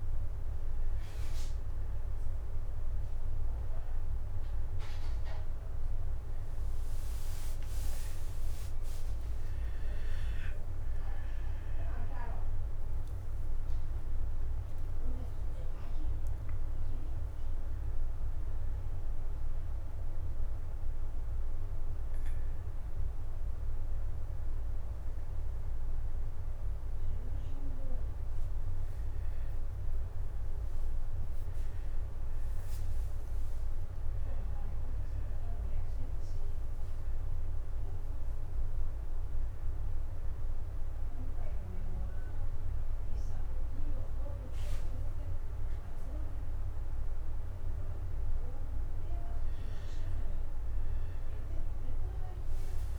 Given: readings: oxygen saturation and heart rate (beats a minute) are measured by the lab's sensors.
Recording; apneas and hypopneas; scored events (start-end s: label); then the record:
breathing in sleep, hard to hear, by a room microphone; none
37.50-44.50 s: oxygen desaturation (device-marked, oxygen 97% before, 93% lowest, heart rate 126 before, 57 extreme)
From the record:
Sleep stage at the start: N1 (lightest sleep); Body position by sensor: on the back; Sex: male